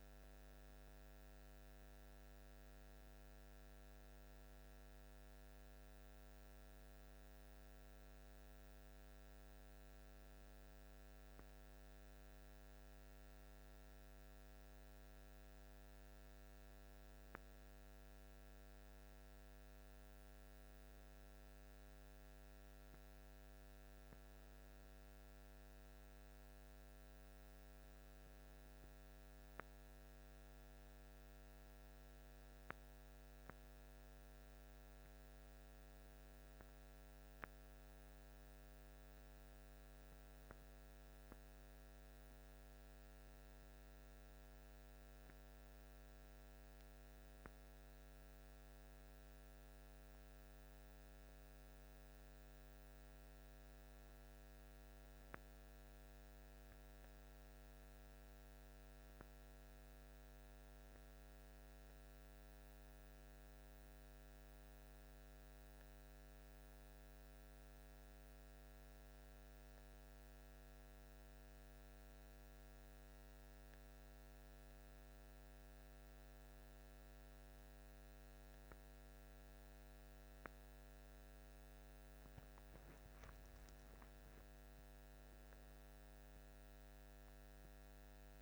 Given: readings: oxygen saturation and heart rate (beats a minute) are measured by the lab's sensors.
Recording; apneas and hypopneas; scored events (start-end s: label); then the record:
breathing in sleep, hard to hear, by a microphone on the trachea; none
70.50-88.42 s: new sleep stage, awake
From the record:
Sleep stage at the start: N1 (lightest sleep); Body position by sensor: on the back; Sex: male